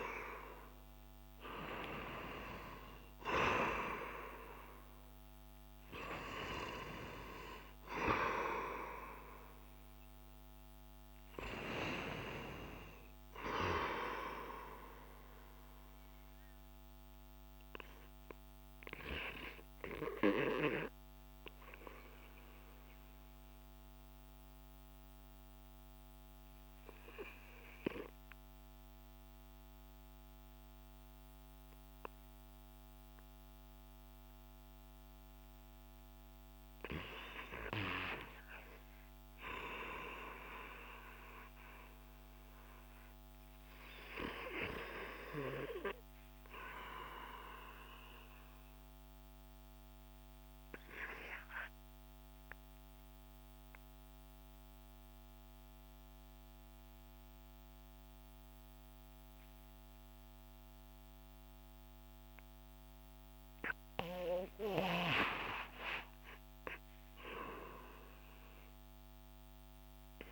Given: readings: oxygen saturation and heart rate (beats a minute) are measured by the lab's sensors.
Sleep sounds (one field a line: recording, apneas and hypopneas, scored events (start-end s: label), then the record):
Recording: breathing in sleep by a microphone on the trachea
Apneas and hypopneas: 2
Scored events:
0.00-3.00 s: arousal
0.00-21.50 s: oxygen desaturation (device-marked, oxygen 76% lowest)
21.50-36.00 s: obstructive apnea (oxygen 93% before, 86% lowest)
38.00-42.50 s: arousal
42.50-70.32 s: oxygen desaturation (device-marked, oxygen 98% before, 86% lowest)
52.00-64.50 s: obstructive apnea (oxygen 98% before, 84% lowest)
67.00-70.00 s: arousal
From the record:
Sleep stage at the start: REM sleep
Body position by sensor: on the back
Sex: male